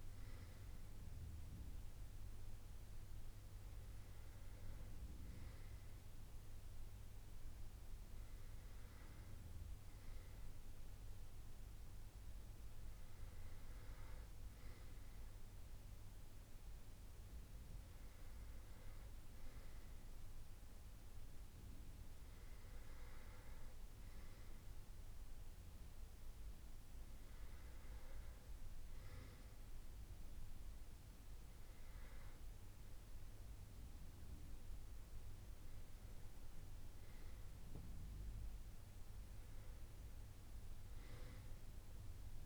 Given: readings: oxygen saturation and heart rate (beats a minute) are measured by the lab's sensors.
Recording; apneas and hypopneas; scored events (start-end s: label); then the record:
breathing in sleep, hard to hear, by a room microphone; none
none scored
From the record:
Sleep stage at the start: N2 (light sleep); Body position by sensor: on the right side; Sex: male